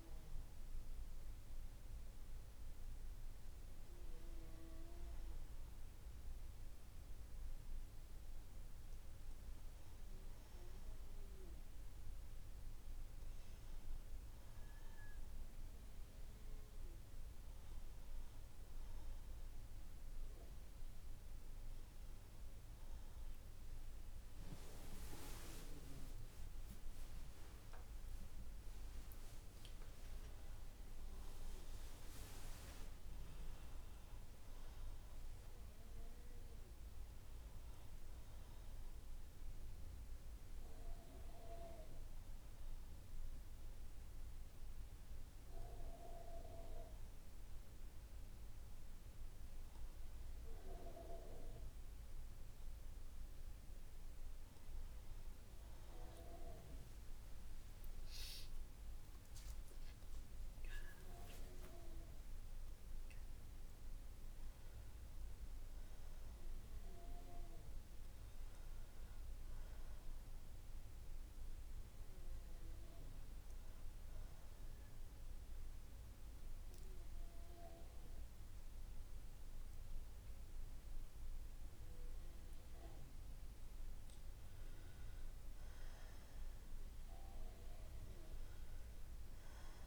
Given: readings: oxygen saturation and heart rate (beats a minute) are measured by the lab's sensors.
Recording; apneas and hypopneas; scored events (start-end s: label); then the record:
breathing in sleep by a room microphone; 3
17.00-29.50 s: hypopnea (oxygen 94% before, 90% lowest, heart rate 64 before, 63 extreme, up 6 after)
32.00-36.50 s: arousal
43.00-54.50 s: hypopnea (oxygen 93% before, 90% lowest, heart rate 68 before, 63 extreme, up 3 after)
57.50-62.00 s: arousal
65.00-82.00 s: oxygen desaturation (device-marked, oxygen 94% before, 90% lowest, heart rate 64 before, 62 extreme)
75.00-85.00 s: central apnea (oxygen 94% before, 90% lowest, heart rate 64 before, 62 extreme, up 1 after)
87.50-89.87 s: arousal
From the record:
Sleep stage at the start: N2 (light sleep); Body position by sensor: on the right side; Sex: female